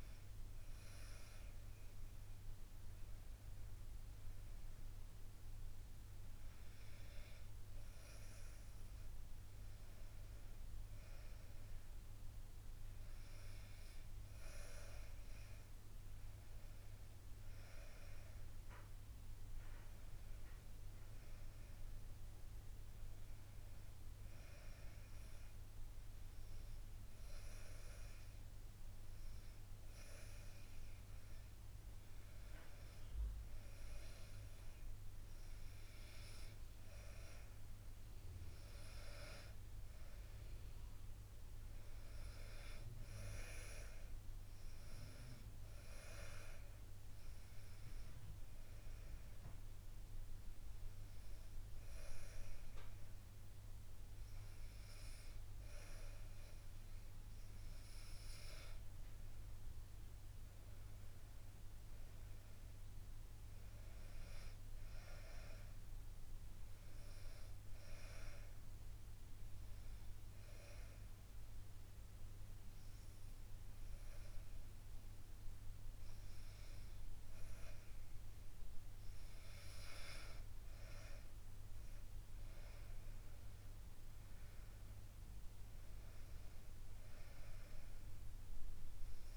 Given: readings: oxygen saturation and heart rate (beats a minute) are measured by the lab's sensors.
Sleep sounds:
breathing in sleep by a room microphone; 2
39.50-43.00 s: arousal
45.00-57.00 s: hypopnea (oxygen 97% before, 95% lowest, heart rate 69 before, 66 extreme, up 3 after)
60.50-64.00 s: arousal
69.00-80.00 s: obstructive apnea (oxygen 96% before, 94% lowest, heart rate 68 before, 66 extreme, up 1 after)
83.00-86.50 s: arousal
From the record:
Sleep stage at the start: N2 (light sleep); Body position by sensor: on the back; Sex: female

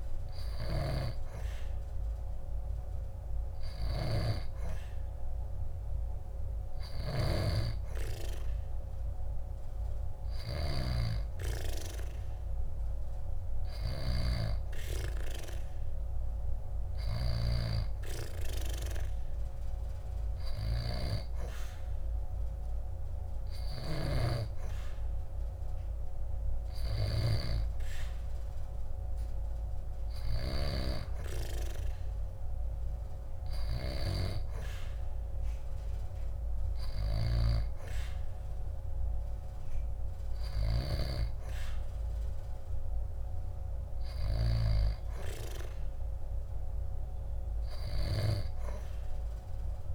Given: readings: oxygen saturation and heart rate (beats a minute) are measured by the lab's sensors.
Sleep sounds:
breathing in sleep by a room microphone; none
none scored
From the record:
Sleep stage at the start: N2 (light sleep); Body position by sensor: on the back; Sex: female

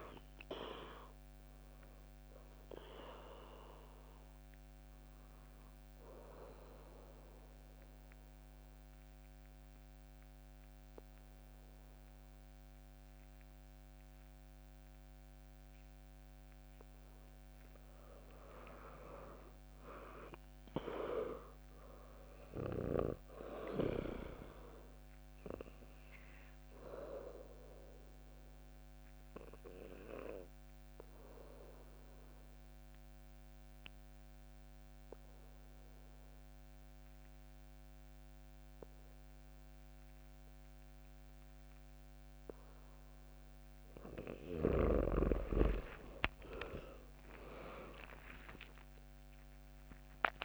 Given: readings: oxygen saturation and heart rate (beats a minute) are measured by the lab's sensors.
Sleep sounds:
breathing in sleep by a microphone on the trachea; 2
0.00-3.50 s: drop in pulse transit time (device-marked, heart rate 62 extreme)
0.00-4.50 s: oxygen desaturation (device-marked, oxygen 96% lowest, heart rate 60 extreme)
4.50-16.00 s: obstructive apnea (oxygen 100% before, 96% lowest, heart rate 73 before, 60 extreme)
19.50-23.00 s: arousal
28.00-43.00 s: obstructive apnea (oxygen 100% before, 96% lowest, heart rate 73 before, 61 extreme, up 10 after)
45.50-50.00 s: arousal
48.50-50.45 s: drop in pulse transit time (device-marked, heart rate 64 before, 65 extreme)
From the record:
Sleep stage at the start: N2 (light sleep); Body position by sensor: on the back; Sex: female

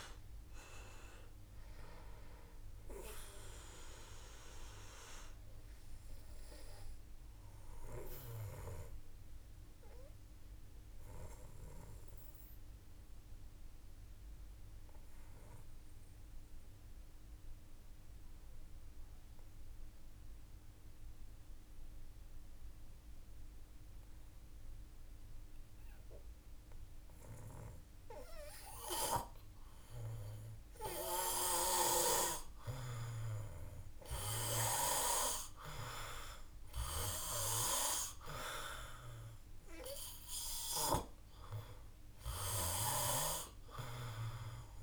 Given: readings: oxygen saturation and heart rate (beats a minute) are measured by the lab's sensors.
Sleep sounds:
breathing in sleep by a room microphone; 1
0.00-14.50 s: oxygen desaturation (device-marked, oxygen 91% lowest, heart rate 52 extreme)
4.00-27.00 s: obstructive apnea (oxygen 98% before, 89% lowest, heart rate 57 before, 52 extreme, up 2 after)
29.50-32.50 s: arousal
29.50-44.83 s: oxygen desaturation (device-marked, oxygen 97% before, 89% lowest, heart rate 55 before, 52 extreme)
From the record:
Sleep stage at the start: N2 (light sleep); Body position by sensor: on the back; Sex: male

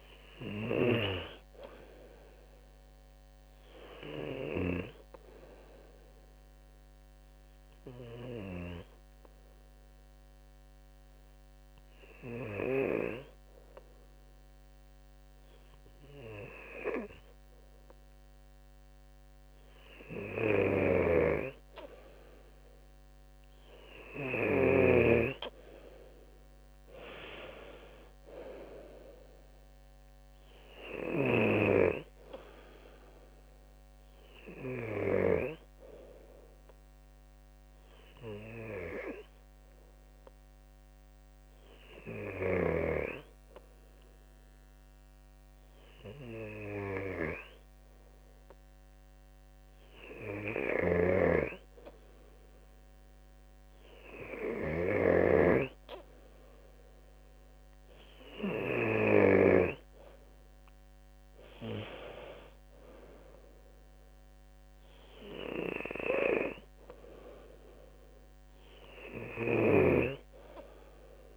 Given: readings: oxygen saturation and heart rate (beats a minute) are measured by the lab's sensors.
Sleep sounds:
breathing in sleep by a microphone on the trachea; 2
0.00-1.50 s: arousal
4.00-20.00 s: hypopnea (oxygen 97% before, 92% lowest, heart rate 68 before, 65 extreme, up 5 after)
11.00-19.00 s: oxygen desaturation (device-marked, oxygen 97% before, 93% lowest, heart rate 66 before, 67 extreme)
26.00-30.00 s: arousal
34.50-52.50 s: hypopnea (oxygen 97% before, 92% lowest, heart rate 70 before, 68 extreme, up 2 after)
50.00-55.00 s: snoring (device-marked)
56.50-58.50 s: arousal
From the record:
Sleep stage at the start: N2 (light sleep); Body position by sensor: on the left side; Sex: male

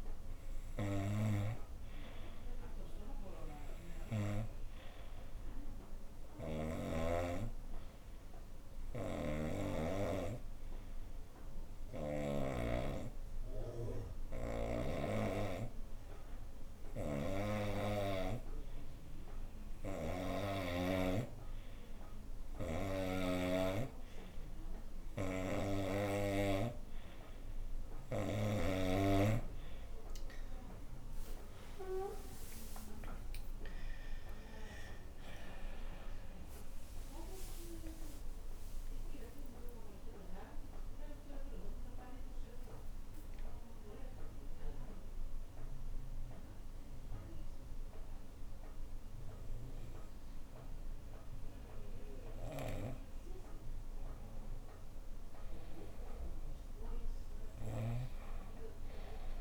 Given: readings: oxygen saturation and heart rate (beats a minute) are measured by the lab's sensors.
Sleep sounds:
breathing in sleep by a room microphone; 2
0.00-1.00 s: arousal
6.50-19.00 s: hypopnea (oxygen 95% before, 91% lowest, heart rate 77 before, 77 extreme, up 0 after)
8.50-12.00 s: snoring (device-marked)
16.50-20.00 s: snoring (device-marked)
21.50-35.50 s: oxygen desaturation (device-marked, oxygen 94% before, 91% lowest, heart rate 78 before, 67 extreme)
22.00-28.50 s: snoring (device-marked)
32.00-37.50 s: arousal
43.50-53.50 s: mixed apnea (oxygen 94% before, 91% lowest, heart rate 85 before, 67 extreme, up 7 after)
52.00-58.00 s: snoring (device-marked)
55.00-58.50 s: arousal
From the record:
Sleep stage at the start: N2 (light sleep); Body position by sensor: on the right side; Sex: female

